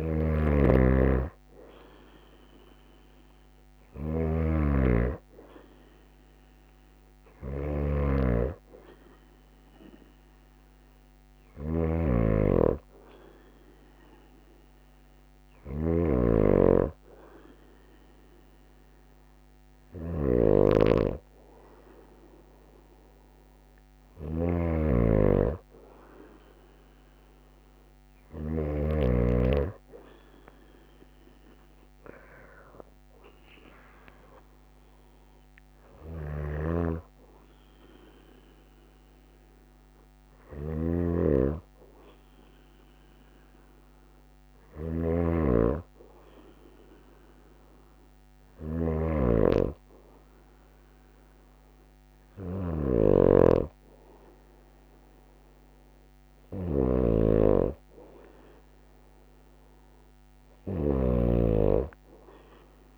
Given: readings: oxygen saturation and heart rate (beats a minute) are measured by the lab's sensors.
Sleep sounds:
breathing in sleep by a microphone on the trachea; none
0.00-15.50 s: snoring (device-marked)
23.50-29.00 s: snoring (device-marked)
40.00-53.00 s: snoring (device-marked)
60.00-62.98 s: snoring (device-marked)
From the record:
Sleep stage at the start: N2 (light sleep); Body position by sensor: on the right side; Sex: female

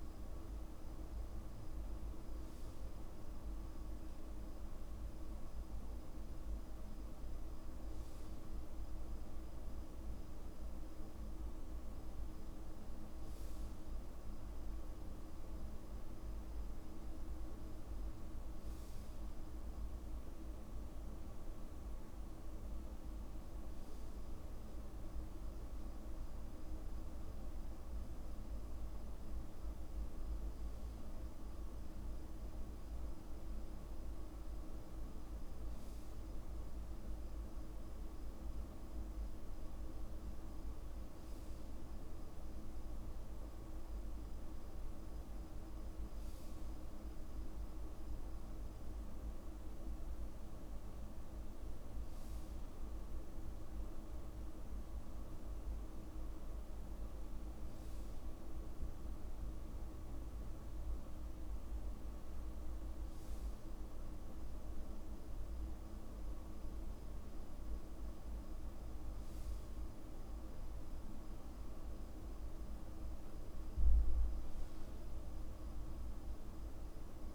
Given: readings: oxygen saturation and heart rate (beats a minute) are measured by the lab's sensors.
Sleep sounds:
breathing in sleep, hard to hear, by a room microphone; none
none scored
From the record:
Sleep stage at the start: N2 (light sleep); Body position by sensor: on the back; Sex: male

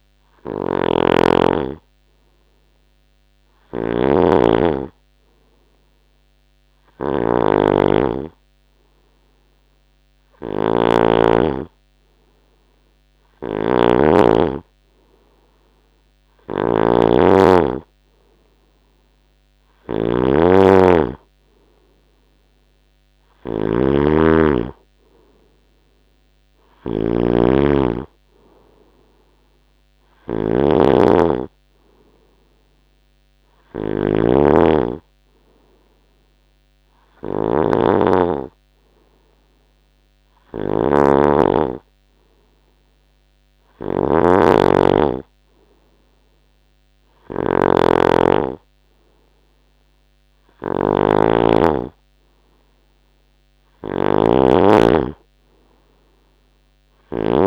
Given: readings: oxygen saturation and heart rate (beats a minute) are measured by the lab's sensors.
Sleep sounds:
breathing in sleep by a microphone on the trachea; none
0.00-57.47 s: snoring (device-marked)
From the record:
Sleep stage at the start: N2 (light sleep); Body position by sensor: on the right side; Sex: male

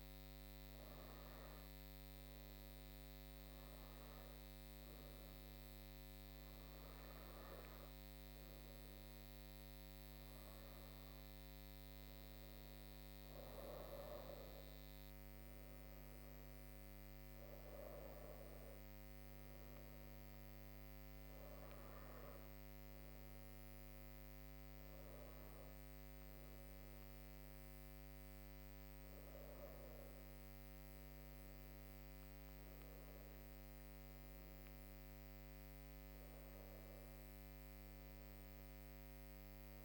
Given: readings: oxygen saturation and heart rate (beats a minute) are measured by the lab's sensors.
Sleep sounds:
breathing in sleep, hard to hear, by a microphone on the trachea; none
none scored
From the record:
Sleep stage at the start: N2 (light sleep); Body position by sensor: on the back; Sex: female

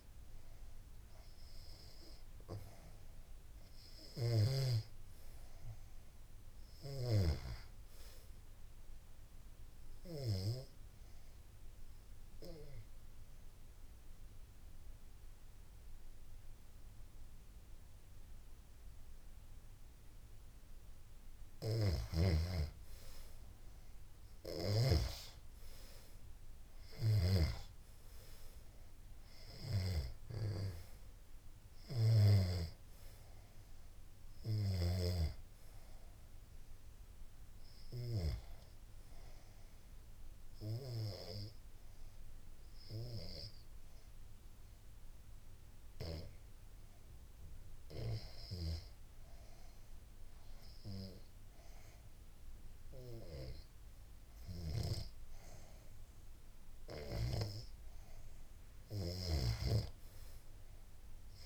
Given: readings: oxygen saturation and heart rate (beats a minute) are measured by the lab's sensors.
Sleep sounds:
breathing in sleep by a room microphone; 2
0.00-1.50 s: arousal
8.00-19.00 s: obstructive apnea (oxygen 96% before, 86% lowest, heart rate 82 before, 77 extreme, up 4 after)
22.50-39.50 s: oxygen desaturation (device-marked, oxygen 93% before, 86% lowest, heart rate 81 before, 77 extreme)
24.00-27.50 s: arousal
40.50-55.00 s: hypopnea (oxygen 94% before, 89% lowest, heart rate 83 before, 77 extreme, up 5 after)
55.50-61.46 s: oxygen desaturation (device-marked, oxygen 95% before, 90% lowest, heart rate 81 before, 77 extreme)
58.50-61.46 s: arousal
From the record:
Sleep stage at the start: REM sleep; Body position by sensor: on the back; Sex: female

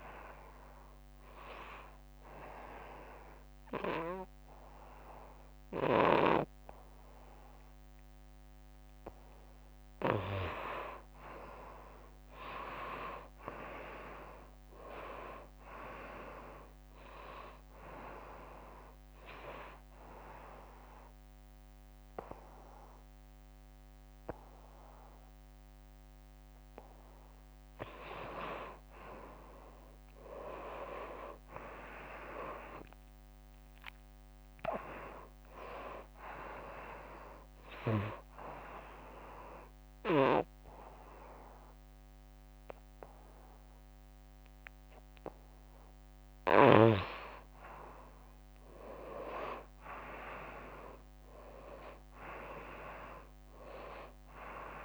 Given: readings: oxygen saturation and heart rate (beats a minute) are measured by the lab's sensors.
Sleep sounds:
breathing in sleep by a microphone on the trachea; 3
0.00-4.50 s: oxygen desaturation (device-marked, oxygen 88% lowest, heart rate 80 extreme)
1.00-11.00 s: obstructive apnea (oxygen 96% before, 87% lowest, heart rate 91 before, 77 extreme, up 12 after)
12.50-16.00 s: arousal
13.50-28.50 s: oxygen desaturation (device-marked, oxygen 97% before, 87% lowest, heart rate 88 before, 77 extreme)
18.50-28.50 s: obstructive apnea (oxygen 97% before, 87% lowest, heart rate 85 before, 77 extreme, up 5 after)
30.00-34.00 s: arousal
37.00-47.00 s: obstructive apnea (oxygen 96% before, 88% lowest, heart rate 88 before, 75 extreme, up 2 after)
37.50-45.50 s: oxygen desaturation (device-marked, oxygen 95% before, 89% lowest, heart rate 88 before, 76 extreme)
49.00-53.00 s: arousal
53.50-54.85 s: oxygen desaturation (device-marked, oxygen 95% before, 88% lowest, heart rate 88 before, 75 extreme)
From the record:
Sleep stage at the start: N2 (light sleep); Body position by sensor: on the right side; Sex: female

